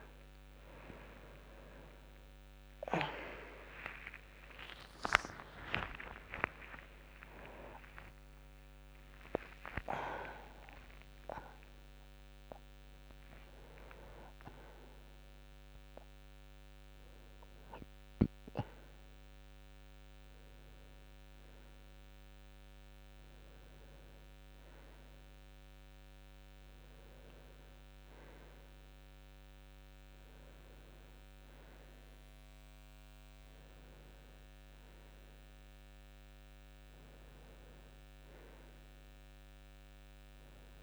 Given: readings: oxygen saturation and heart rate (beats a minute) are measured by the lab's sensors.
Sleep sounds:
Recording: a person partly awake in a sleep study, by a microphone on the trachea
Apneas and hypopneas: none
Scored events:
0.00-5.50 s: oxygen desaturation (device-marked, oxygen 93% lowest, heart rate 76 extreme)
6.50-40.83 s: new sleep stage, N1 (lightest sleep)
From the record:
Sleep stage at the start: awake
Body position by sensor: on the back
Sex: male

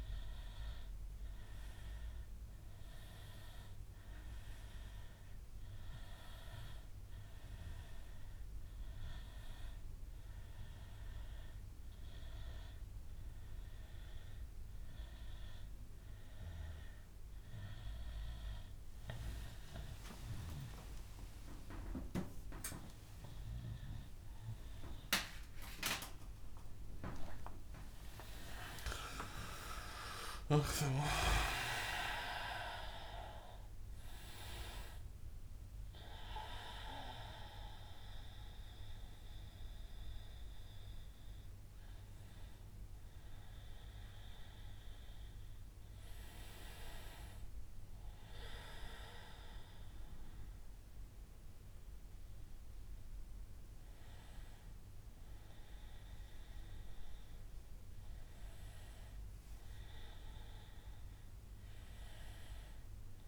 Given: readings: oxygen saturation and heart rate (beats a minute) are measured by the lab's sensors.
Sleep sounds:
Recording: a person awake in a sleep study, by a room microphone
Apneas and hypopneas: none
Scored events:
none scored
From the record:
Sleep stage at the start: awake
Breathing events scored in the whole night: 284 in 4.1 hours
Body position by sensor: on the back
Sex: male

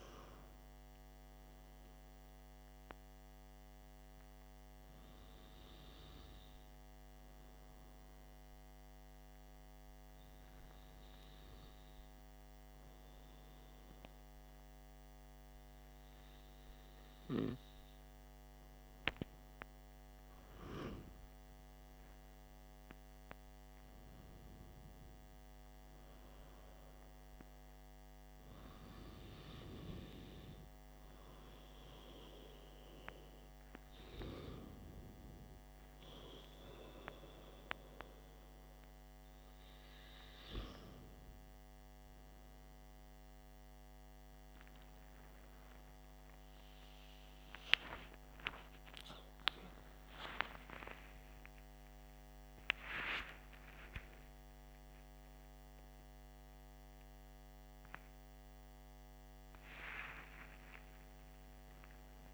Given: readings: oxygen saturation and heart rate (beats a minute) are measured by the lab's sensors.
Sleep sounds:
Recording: breathing in sleep by a microphone on the trachea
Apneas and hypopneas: 1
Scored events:
5.00-18.50 s: hypopnea (oxygen 96% before, 95% lowest, heart rate 59 before, 50 extreme, up 18 after)
21.00-24.50 s: arousal
43.50-54.50 s: tachycardia (device-marked, heart rate 59 before, 194 extreme)
61.50-62.34 s: new sleep stage, awake
From the record:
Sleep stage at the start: N2 (light sleep)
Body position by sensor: on the back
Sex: male

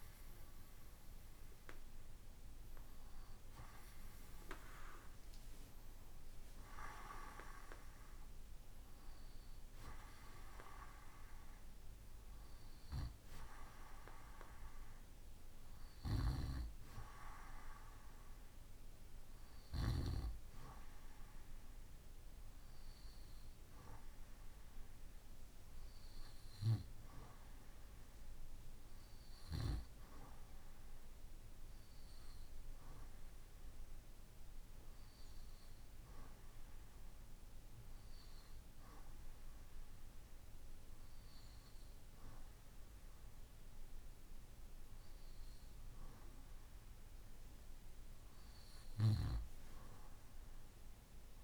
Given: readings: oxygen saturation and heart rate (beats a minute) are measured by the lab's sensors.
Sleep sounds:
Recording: breathing in sleep by a room microphone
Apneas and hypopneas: none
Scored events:
none scored
From the record:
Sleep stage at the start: N2 (light sleep)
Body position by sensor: on the right side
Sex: male

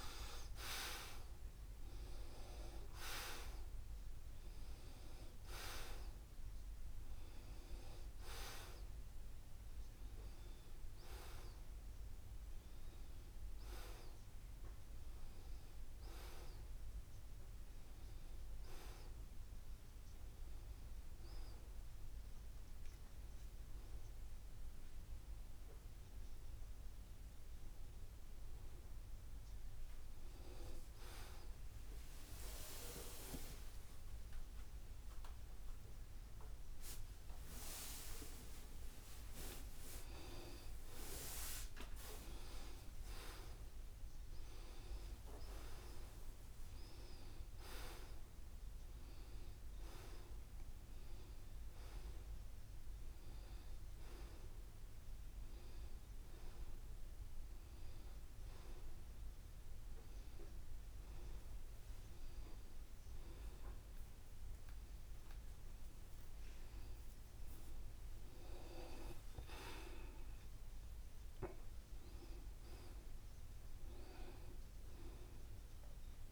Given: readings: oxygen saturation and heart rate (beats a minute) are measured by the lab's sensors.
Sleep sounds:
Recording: breathing in sleep by a room microphone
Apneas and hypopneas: none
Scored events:
0.00-18.50 s: oxygen desaturation (device-marked, oxygen 86% lowest, heart rate 73 extreme)
20.50-76.32 s: new sleep stage, N1 (lightest sleep)
35.00-37.00 s: long interval between heartbeats (device-marked, heart rate 77 before, 126 extreme)
35.50-40.50 s: arousal
37.00-39.00 s: long interval between heartbeats (device-marked, heart rate 83 before, 157 extreme)
From the record:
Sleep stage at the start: N2 (light sleep)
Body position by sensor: on the back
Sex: male

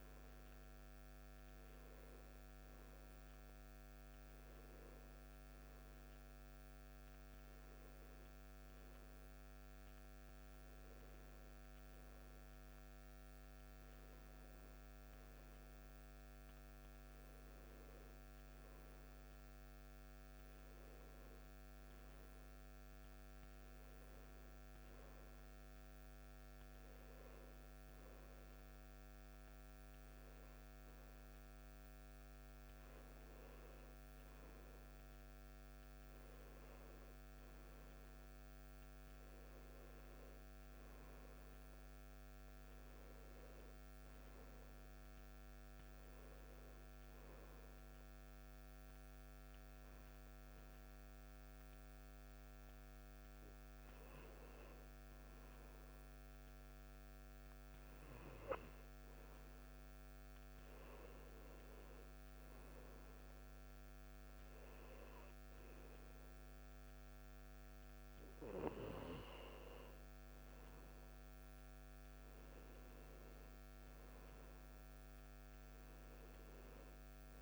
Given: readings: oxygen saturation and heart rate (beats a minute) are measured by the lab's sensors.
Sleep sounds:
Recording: breathing in sleep, hard to hear, by a microphone on the trachea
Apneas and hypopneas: none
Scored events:
51.50-77.42 s: new sleep stage, N2 (light sleep)
72.00-75.50 s: arousal
From the record:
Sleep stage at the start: N1 (lightest sleep)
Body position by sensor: on the back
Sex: male

